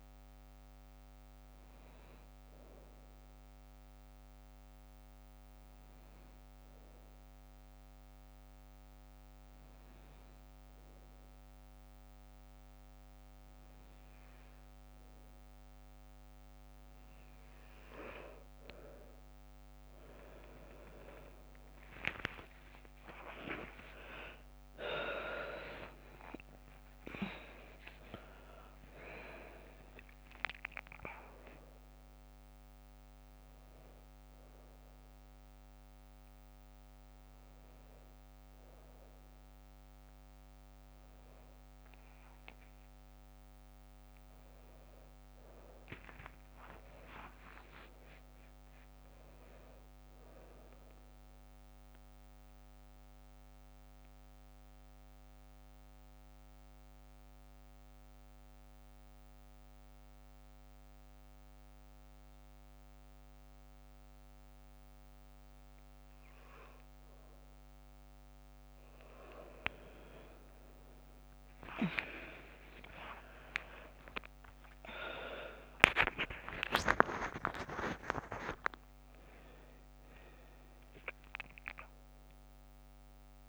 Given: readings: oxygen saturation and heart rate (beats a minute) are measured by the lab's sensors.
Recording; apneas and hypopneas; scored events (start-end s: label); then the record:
breathing in sleep by a microphone on the trachea; 2
0.00-6.50 s: oxygen desaturation (device-marked, oxygen 90% lowest, heart rate 56 extreme)
5.00-17.00 s: obstructive apnea (oxygen 94% before, 91% lowest, heart rate 65 before, 56 extreme, up 13 after)
21.50-25.50 s: arousal
25.50-48.50 s: oxygen desaturation (device-marked, oxygen 98% before, 93% lowest, heart rate 61 before, 55 extreme)
27.50-83.49 s: new sleep stage, N1 (lightest sleep)
46.00-50.00 s: arousal
52.00-67.00 s: mixed apnea (oxygen 99% before, 92% lowest, heart rate 60 before, 55 extreme, up 12 after)
68.50-72.50 s: arousal
70.50-83.49 s: oxygen desaturation (device-marked, oxygen 98% before, 92% lowest, heart rate 58 before, 52 extreme)
From the record:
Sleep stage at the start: N2 (light sleep); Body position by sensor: on the right side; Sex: female